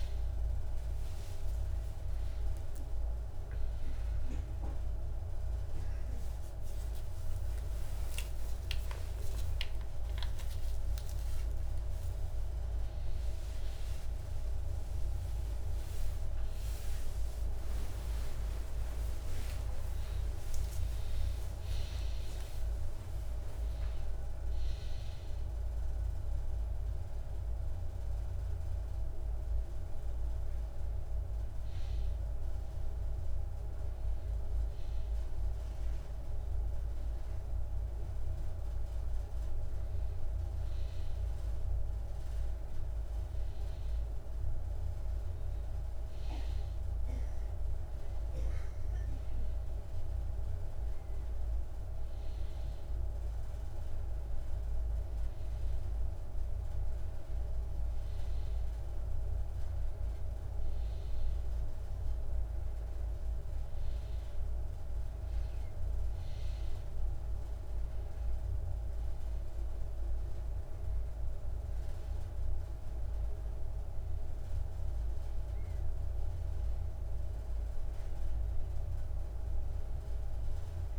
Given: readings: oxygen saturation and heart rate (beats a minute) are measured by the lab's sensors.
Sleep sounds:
a person partly awake in a sleep study, hard to hear, by a room microphone; none
2.00-18.00 s: oxygen desaturation (device-marked, oxygen 99% before, 94% lowest, heart rate 124 before, 86 extreme)
34.00-80.99 s: new sleep stage, N1 (lightest sleep)
From the record:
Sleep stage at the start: awake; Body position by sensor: on the back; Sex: male

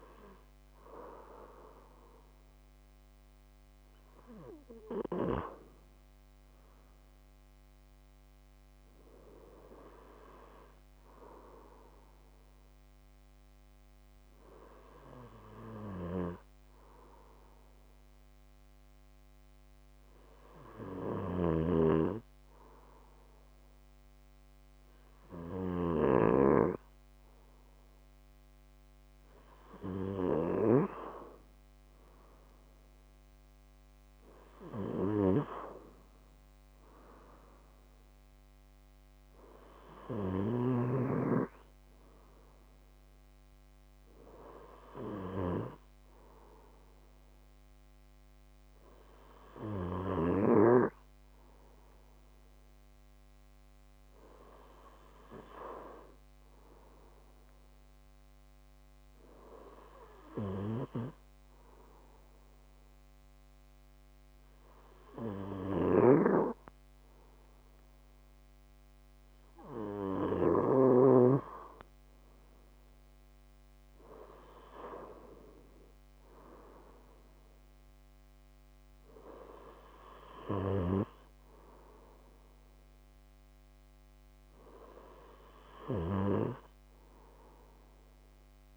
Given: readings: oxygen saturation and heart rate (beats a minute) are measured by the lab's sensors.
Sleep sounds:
breathing in sleep by a microphone on the trachea; 2
13.00-26.50 s: hypopnea (oxygen 95% before, 92% lowest, heart rate 145 before, 95 extreme)
20.50-25.50 s: snoring (device-marked)
31.50-35.00 s: arousal
59.50-71.00 s: hypopnea (oxygen 95% before, 92% lowest, heart rate 127 before, 121 extreme)
65.00-70.50 s: snoring (device-marked)
73.00-77.50 s: arousal
From the record:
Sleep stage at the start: N2 (light sleep); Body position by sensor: on the left side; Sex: male

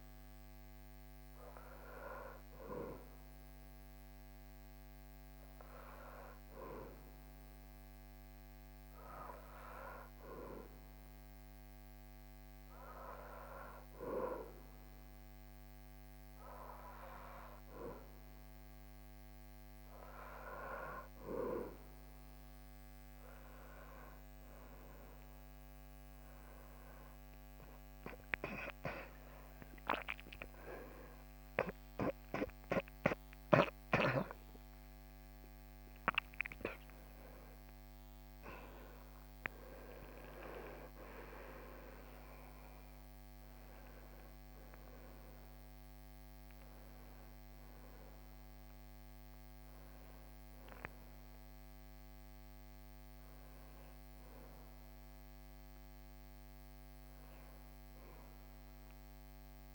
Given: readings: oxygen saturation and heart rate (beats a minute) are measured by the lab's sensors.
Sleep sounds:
breathing in sleep by a microphone on the trachea; none
33.00-37.50 s: arousal
From the record:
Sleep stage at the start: N2 (light sleep); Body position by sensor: on the back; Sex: male

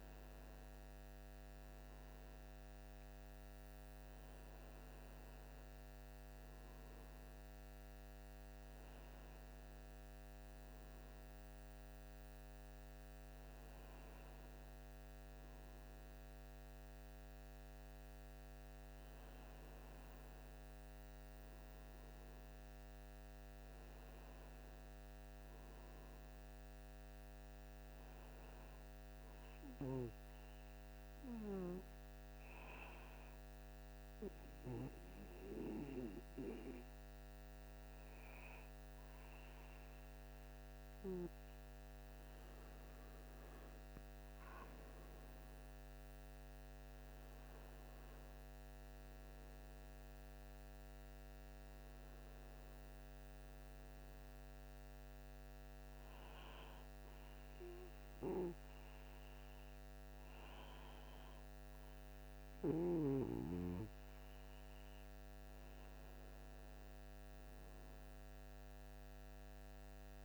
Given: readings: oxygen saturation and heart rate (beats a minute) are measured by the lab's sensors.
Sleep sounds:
breathing in sleep by a microphone on the trachea; 1
25.00-28.00 s: arousal
30.00-42.50 s: hypopnea (oxygen 97% before, 95% lowest, heart rate 48 before, 45 extreme, up 2 after)
44.00-48.50 s: arousal
From the record:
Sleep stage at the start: N1 (lightest sleep); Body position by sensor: on the right side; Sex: male

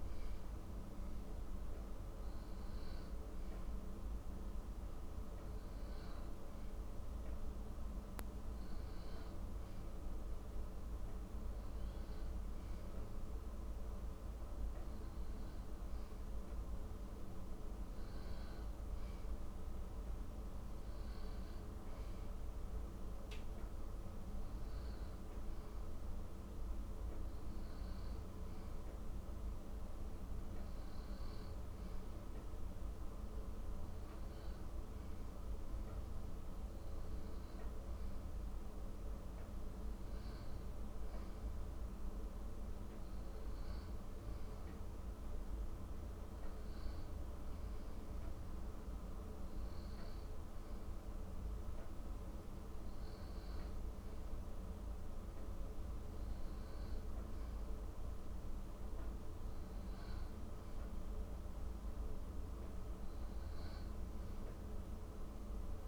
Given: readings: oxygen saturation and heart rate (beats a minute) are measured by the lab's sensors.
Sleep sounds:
breathing in sleep, hard to hear, by a room microphone; none
none scored
From the record:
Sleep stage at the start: N1 (lightest sleep); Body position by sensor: on the back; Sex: male

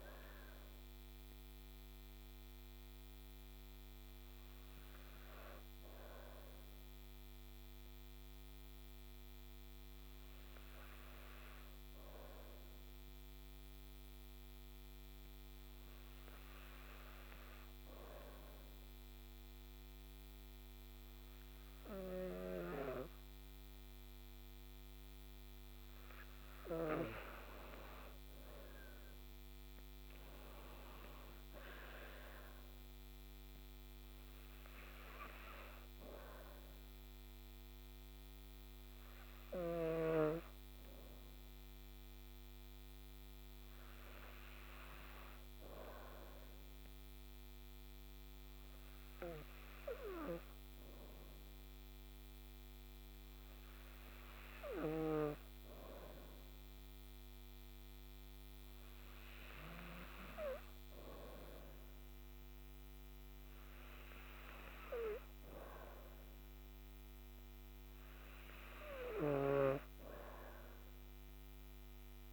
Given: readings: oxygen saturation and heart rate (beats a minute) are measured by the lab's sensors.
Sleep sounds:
breathing in sleep by a microphone on the trachea; 1
1.50-24.50 s: hypopnea (oxygen 96% before, 93% lowest, heart rate 64 before, 28 extreme, up 21 after)
28.00-32.00 s: arousal
31.00-53.00 s: oxygen desaturation (device-marked, oxygen 98% before, 93% lowest, heart rate 74 before, 28 extreme)
From the record:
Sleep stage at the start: N2 (light sleep); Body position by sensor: on the back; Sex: female

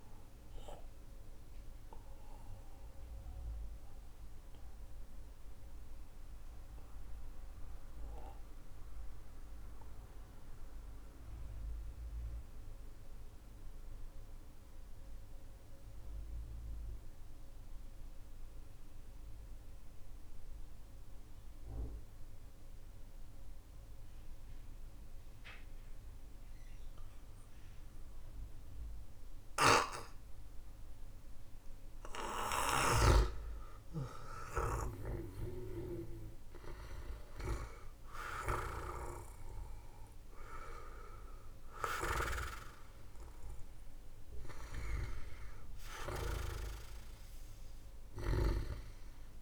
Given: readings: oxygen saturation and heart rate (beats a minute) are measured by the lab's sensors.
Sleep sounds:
breathing in sleep by a room microphone; 1
0.00-20.50 s: oxygen desaturation (device-marked, oxygen 93% lowest, heart rate 45 extreme)
0.50-33.50 s: mixed apnea (oxygen 99% before, 89% lowest, heart rate 58 before, 45 extreme, up 13 after)
31.50-49.42 s: oxygen desaturation (device-marked, oxygen 99% before, 89% lowest, heart rate 52 before, 48 extreme)
32.50-46.00 s: snoring (device-marked)
35.00-38.50 s: arousal
From the record:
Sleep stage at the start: N2 (light sleep); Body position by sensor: on the back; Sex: male

